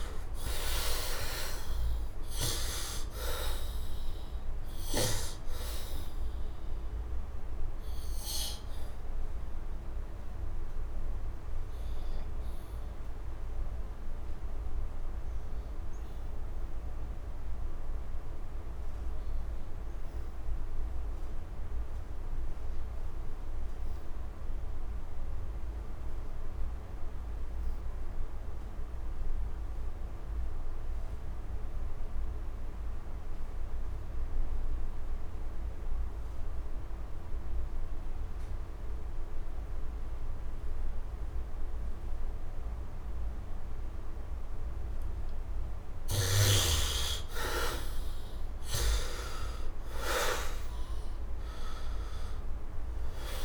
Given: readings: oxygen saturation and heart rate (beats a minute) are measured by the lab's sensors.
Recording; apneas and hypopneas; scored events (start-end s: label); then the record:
breathing in sleep by a room microphone; 1
0.00-2.50 s: arousal
0.00-27.50 s: oxygen desaturation (device-marked, oxygen 65% lowest, heart rate 63 extreme)
9.00-44.50 s: obstructive apnea (oxygen 100% before, 61% lowest, heart rate 76 before, 61 extreme, up 20 after)
29.50-53.45 s: oxygen desaturation (device-marked, oxygen 100% before, 61% lowest, heart rate 66 before, 61 extreme)
46.50-50.50 s: arousal
From the record:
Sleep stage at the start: N2 (light sleep); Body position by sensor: on the back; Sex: male